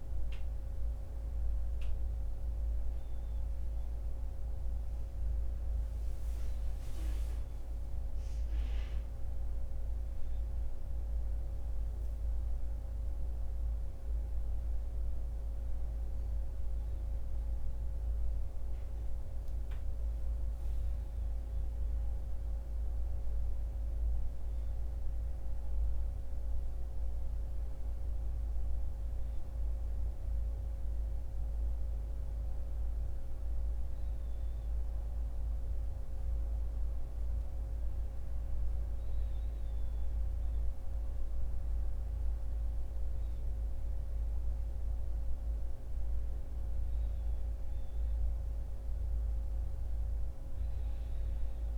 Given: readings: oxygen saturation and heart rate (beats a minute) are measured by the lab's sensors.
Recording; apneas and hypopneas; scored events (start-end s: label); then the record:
a person awake in a sleep study, hard to hear, by a room microphone; none
none scored
From the record:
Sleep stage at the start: awake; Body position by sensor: on the right side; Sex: male